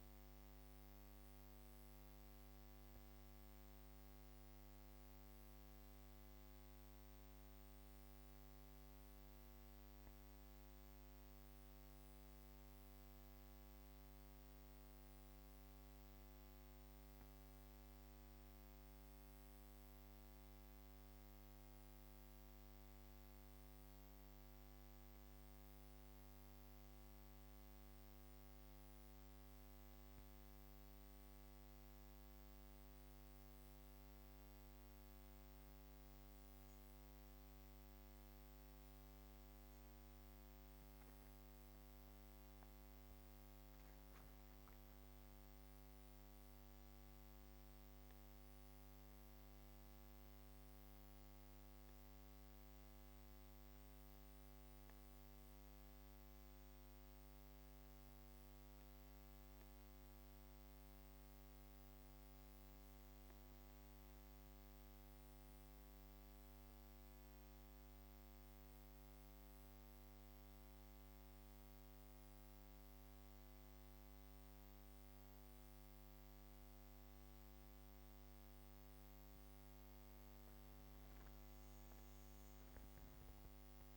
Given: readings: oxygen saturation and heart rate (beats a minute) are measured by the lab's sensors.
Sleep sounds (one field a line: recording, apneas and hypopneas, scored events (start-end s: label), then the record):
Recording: breathing in sleep, hard to hear, by a microphone on the trachea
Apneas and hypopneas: 1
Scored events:
8.50-22.50 s: obstructive apnea (oxygen 98% before, 95% lowest)
24.50-29.00 s: arousal
From the record:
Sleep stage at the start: N2 (light sleep)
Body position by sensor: on the back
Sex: female